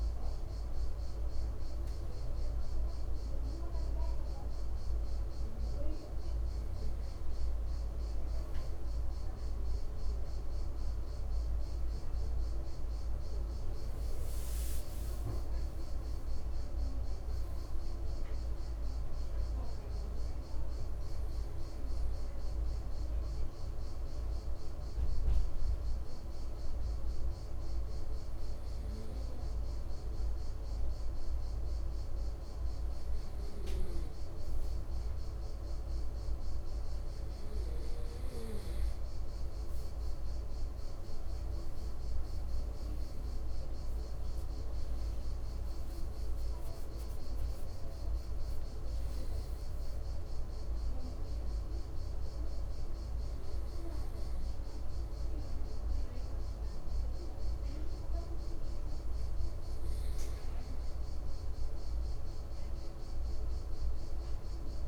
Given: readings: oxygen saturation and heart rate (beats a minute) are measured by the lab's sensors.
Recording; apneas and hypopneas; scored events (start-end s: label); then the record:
breathing in sleep, hard to hear, by a room microphone; 1
19.00-31.00 s: hypopnea (oxygen 98% before, 95% lowest, heart rate 60 before, 56 extreme, up 4 after)
32.50-36.00 s: arousal
From the record:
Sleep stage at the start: N2 (light sleep); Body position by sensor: on the right side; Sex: male